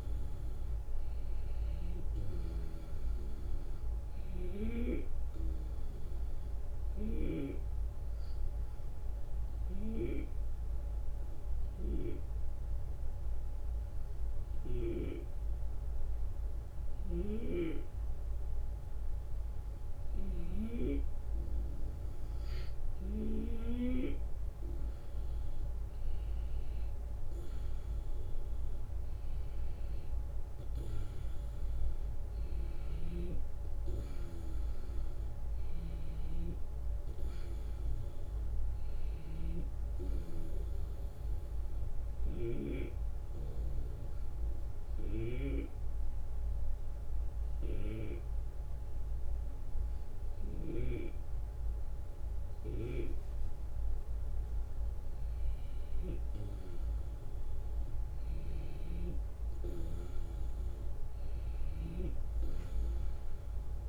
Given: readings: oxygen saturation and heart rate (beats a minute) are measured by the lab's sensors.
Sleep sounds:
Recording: breathing in sleep by a room microphone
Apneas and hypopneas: 2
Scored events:
5.50-18.50 s: obstructive apnea (oxygen 95% before, 91% lowest, heart rate 78 before, 73 extreme, up 1 after)
16.50-20.50 s: snoring (device-marked)
24.00-29.50 s: arousal
32.50-42.50 s: snoring (device-marked)
40.00-53.50 s: obstructive apnea (oxygen 94% before, 92% lowest, heart rate 76 before, 76 extreme, up 2 after)
56.00-60.00 s: arousal
From the record:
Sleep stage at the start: N2 (light sleep)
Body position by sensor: on the back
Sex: male

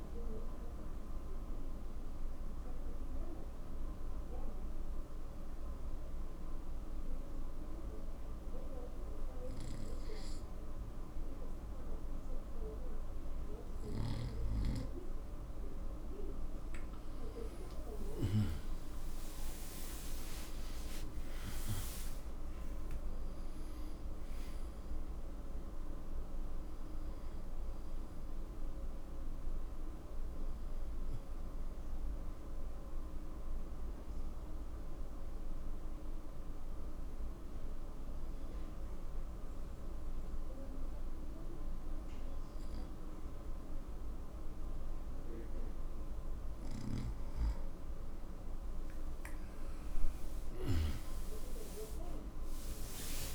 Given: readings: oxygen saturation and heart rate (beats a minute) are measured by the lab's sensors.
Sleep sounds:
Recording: breathing in sleep by a room microphone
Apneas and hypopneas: 2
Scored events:
0.00-9.00 s: oxygen desaturation (device-marked, oxygen 91% lowest, heart rate 72 extreme)
2.00-15.50 s: obstructive apnea (oxygen 96% before, 91% lowest, heart rate 84 before, 72 extreme, up 15 after)
19.50-24.00 s: arousal
24.00-41.00 s: oxygen desaturation (device-marked, oxygen 96% before, 92% lowest, heart rate 77 before, 65 extreme)
29.00-47.00 s: obstructive apnea (oxygen 96% before, 92% lowest, heart rate 79 before, 65 extreme, up 16 after)
From the record:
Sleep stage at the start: N2 (light sleep)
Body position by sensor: on the right side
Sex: male

